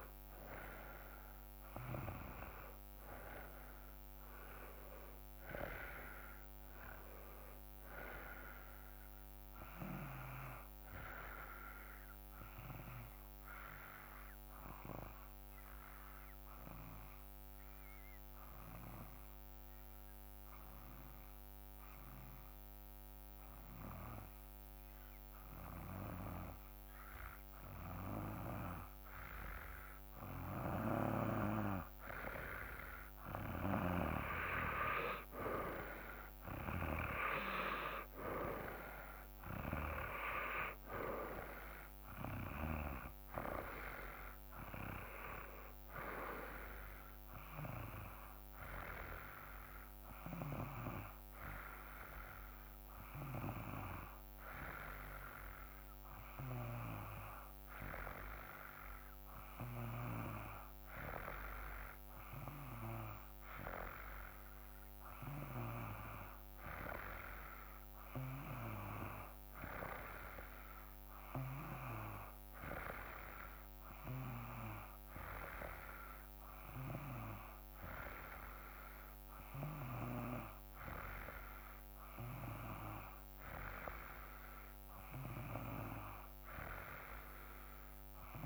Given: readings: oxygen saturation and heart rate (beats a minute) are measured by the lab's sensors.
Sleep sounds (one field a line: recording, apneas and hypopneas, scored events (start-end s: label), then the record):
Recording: breathing in sleep by a microphone on the trachea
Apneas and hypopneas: 2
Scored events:
0.00-2.50 s: arousal
13.50-30.50 s: obstructive apnea (oxygen 95% before, 87% lowest, heart rate 57 before, 53 extreme, up 7 after)
32.50-36.50 s: arousal
33.00-52.00 s: oxygen desaturation (device-marked, oxygen 95% before, 87% lowest, heart rate 55 before, 55 extreme)
50.50-62.50 s: hypopnea (oxygen 95% before, 92% lowest, heart rate 59 before, 55 extreme, up 2 after)
66.50-70.00 s: arousal
From the record:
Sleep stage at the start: N2 (light sleep)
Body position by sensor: on the back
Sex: male